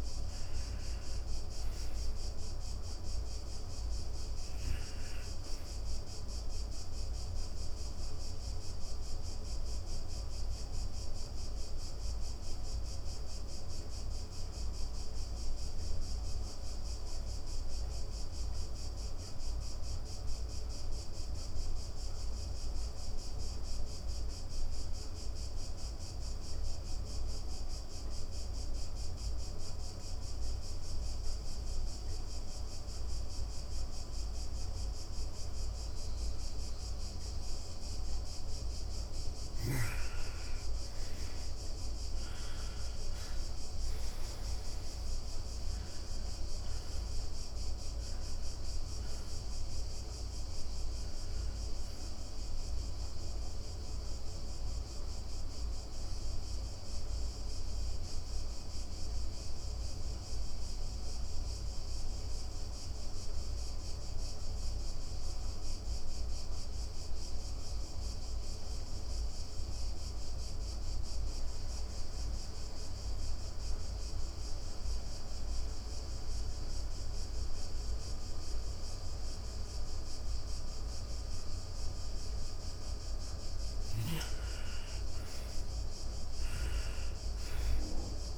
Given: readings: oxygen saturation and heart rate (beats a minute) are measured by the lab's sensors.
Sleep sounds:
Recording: breathing in sleep, hard to hear, by a room microphone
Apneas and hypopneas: 2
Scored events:
0.00-22.00 s: oxygen desaturation (device-marked, oxygen 82% lowest)
7.00-36.50 s: obstructive apnea (oxygen 96% before, 82% lowest, heart rate 36 before, 32 extreme, up 9 after)
29.00-73.00 s: oxygen desaturation (device-marked, oxygen 99% before, 82% lowest, heart rate 106 before, 32 extreme)
38.50-44.00 s: arousal
51.50-80.50 s: obstructive apnea (oxygen 99% before, 82% lowest, heart rate 92 before, 32 extreme)
82.50-87.00 s: arousal
84.00-88.38 s: oxygen desaturation (device-marked, oxygen 99% before, 86% lowest)
From the record:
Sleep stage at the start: N2 (light sleep)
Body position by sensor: on the back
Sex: female

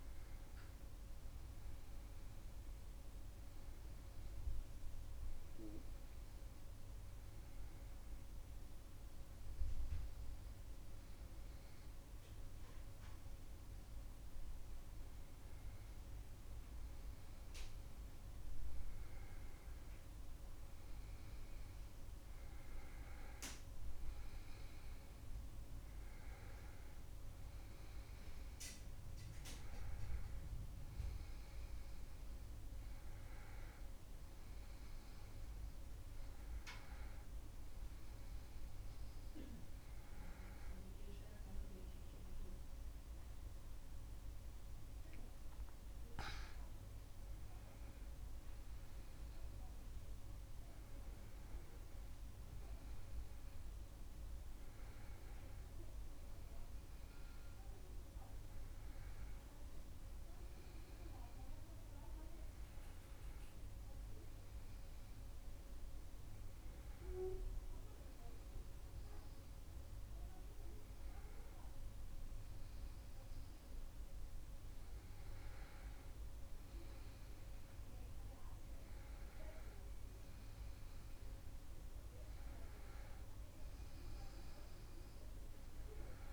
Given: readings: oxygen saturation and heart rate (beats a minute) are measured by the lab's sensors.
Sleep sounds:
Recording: breathing in sleep, hard to hear, by a room microphone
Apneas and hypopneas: none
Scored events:
67.00-71.00 s: arousal
From the record:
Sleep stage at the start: N2 (light sleep)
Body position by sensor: on the back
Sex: male

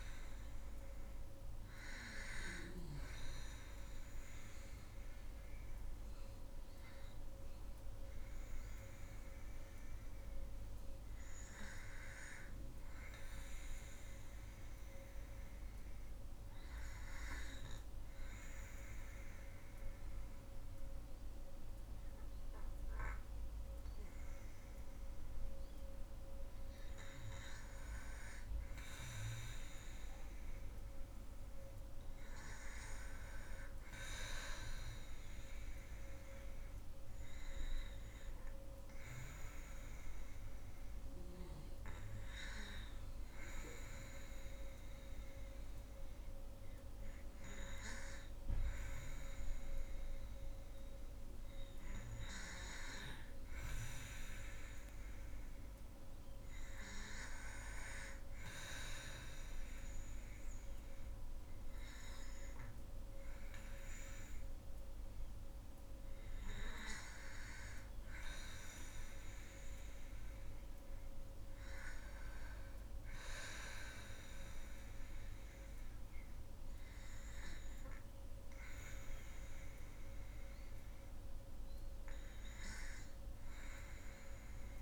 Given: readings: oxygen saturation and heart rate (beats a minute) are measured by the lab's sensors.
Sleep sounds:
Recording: breathing in sleep by a room microphone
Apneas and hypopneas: 2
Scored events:
0.00-19.00 s: oxygen desaturation (device-marked, oxygen 93% lowest, heart rate 53 extreme)
2.50-24.50 s: obstructive apnea (oxygen 97% before, 91% lowest, heart rate 61 before, 53 extreme, up 1 after)
27.50-31.00 s: arousal
31.00-53.00 s: oxygen desaturation (device-marked, oxygen 98% before, 91% lowest, heart rate 59 before, 57 extreme)
36.50-49.50 s: obstructive apnea (oxygen 98% before, 91% lowest, heart rate 60 before, 57 extreme, up 4 after)
51.50-56.00 s: arousal
55.00-72.00 s: oxygen desaturation (device-marked, oxygen 97% before, 92% lowest, heart rate 60 before, 58 extreme)
From the record:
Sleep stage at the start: N2 (light sleep)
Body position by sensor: on the back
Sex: female

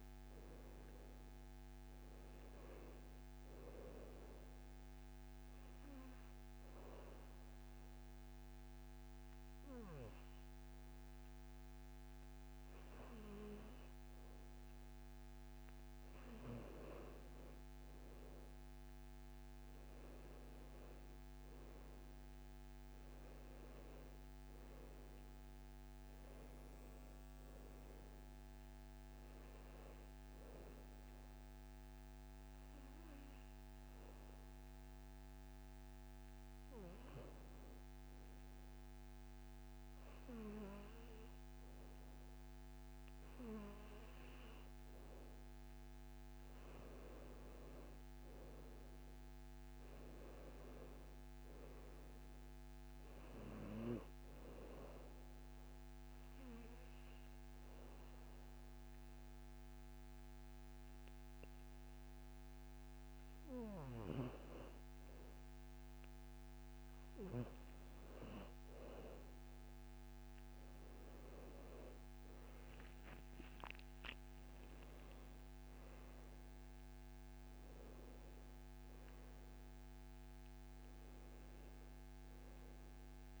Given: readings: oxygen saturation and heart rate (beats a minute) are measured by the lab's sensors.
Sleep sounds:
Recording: breathing in sleep by a microphone on the trachea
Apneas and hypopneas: 3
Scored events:
0.00-10.00 s: oxygen desaturation (device-marked, oxygen 92% lowest, heart rate 67 extreme)
4.50-15.50 s: obstructive apnea (oxygen 96% before, 91% lowest, heart rate 69 before, 65 extreme, up 7 after)
18.50-23.00 s: arousal
23.00-37.00 s: oxygen desaturation (device-marked, oxygen 96% before, 92% lowest, heart rate 70 before, 65 extreme)
31.50-44.00 s: hypopnea (oxygen 96% before, 91% lowest, heart rate 72 before, 65 extreme, up 8 after)
46.50-50.00 s: arousal
48.00-65.00 s: oxygen desaturation (device-marked, oxygen 96% before, 91% lowest, heart rate 69 before, 68 extreme)
54.50-64.50 s: obstructive apnea (oxygen 96% before, 91% lowest, heart rate 68 before, 68 extreme, up 1 after)
71.00-75.00 s: arousal
71.00-83.40 s: oxygen desaturation (device-marked, oxygen 96% before, 92% lowest, heart rate 71 before, 63 extreme)
From the record:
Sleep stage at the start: N2 (light sleep)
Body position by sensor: on the back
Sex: male

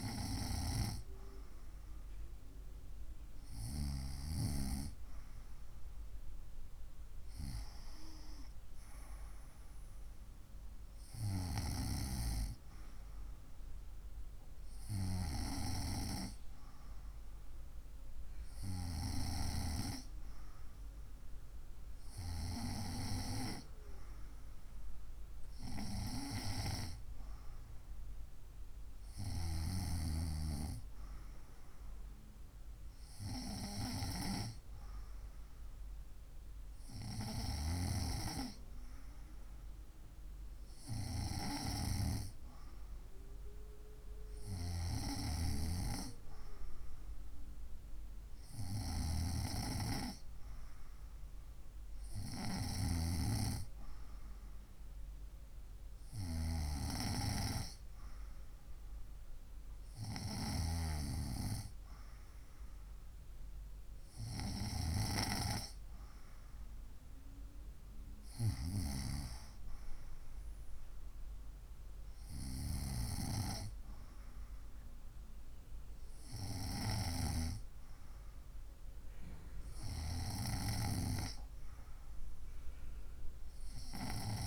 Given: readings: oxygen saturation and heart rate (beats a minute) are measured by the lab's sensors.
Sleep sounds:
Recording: breathing in sleep by a room microphone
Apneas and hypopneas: none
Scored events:
none scored
From the record:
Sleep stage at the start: N2 (light sleep)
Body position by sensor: on the right side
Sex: female

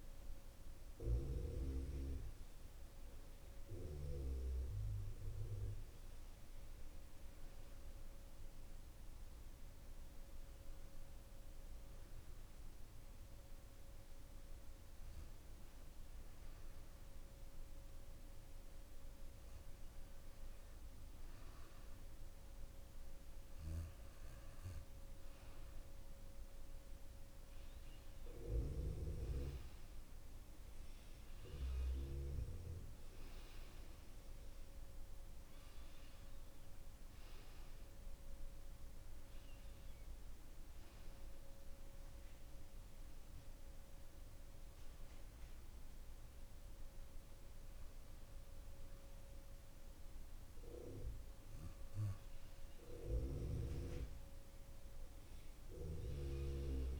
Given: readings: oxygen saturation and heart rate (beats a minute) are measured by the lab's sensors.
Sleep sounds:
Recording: breathing in sleep by a room microphone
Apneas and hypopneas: 1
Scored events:
30.50-34.50 s: arousal
41.50-52.00 s: hypopnea (oxygen 95% before, 93% lowest, heart rate 65 before, 63 extreme, up 6 after)
55.00-57.00 s: arousal
From the record:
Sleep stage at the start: N2 (light sleep)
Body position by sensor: on the back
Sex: male

